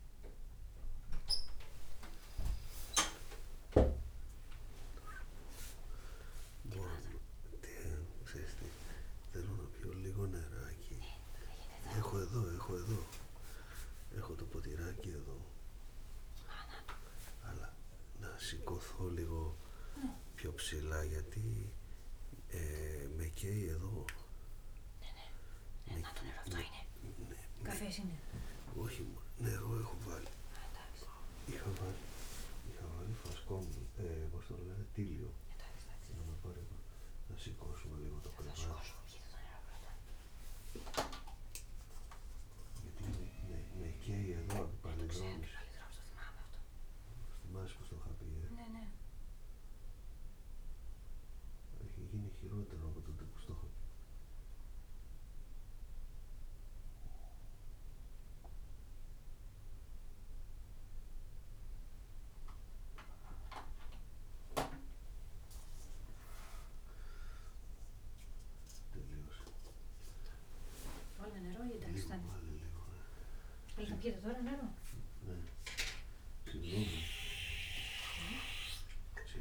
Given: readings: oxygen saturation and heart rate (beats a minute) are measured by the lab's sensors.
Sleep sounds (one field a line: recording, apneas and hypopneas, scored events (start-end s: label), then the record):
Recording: a person awake in a sleep study, by a room microphone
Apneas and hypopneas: none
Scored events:
2.50-4.50 s: long interval between heartbeats (device-marked, heart rate 96 before, 100 extreme)
10.00-12.00 s: long interval between heartbeats (device-marked, heart rate 95 before, 111 extreme)
14.50-16.50 s: long interval between heartbeats (device-marked, heart rate 102 before, 157 extreme)
32.00-34.00 s: long interval between heartbeats (device-marked, heart rate 118 before, 109 extreme)
33.50-38.00 s: snoring (device-marked)
44.00-52.50 s: snoring (device-marked)
From the record:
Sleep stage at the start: awake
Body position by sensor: on the right side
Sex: male